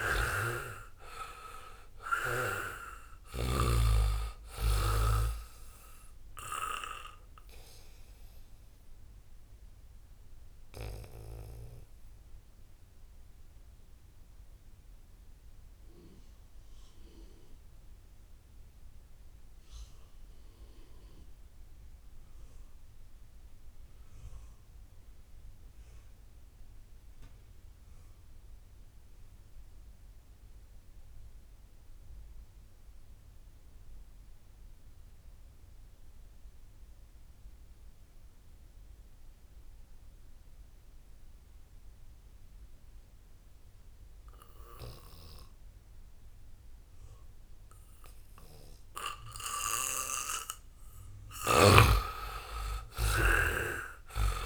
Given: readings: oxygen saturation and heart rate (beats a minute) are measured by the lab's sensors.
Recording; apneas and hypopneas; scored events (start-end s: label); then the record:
breathing in sleep by a room microphone; 1
0.00-1.00 s: arousal
0.00-3.50 s: snoring (device-marked)
0.00-20.00 s: oxygen desaturation (device-marked, oxygen 70% lowest, heart rate 54 extreme)
7.00-49.50 s: obstructive apnea (oxygen 93% before, 68% lowest, heart rate 63 before, 74 extreme, up 8 after)
32.00-54.46 s: oxygen desaturation (device-marked, oxygen 98% before, 68% lowest, heart rate 79 before, 65 extreme)
51.00-54.46 s: snoring (device-marked)
51.50-54.46 s: arousal
From the record:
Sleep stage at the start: REM sleep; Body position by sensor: on the back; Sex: male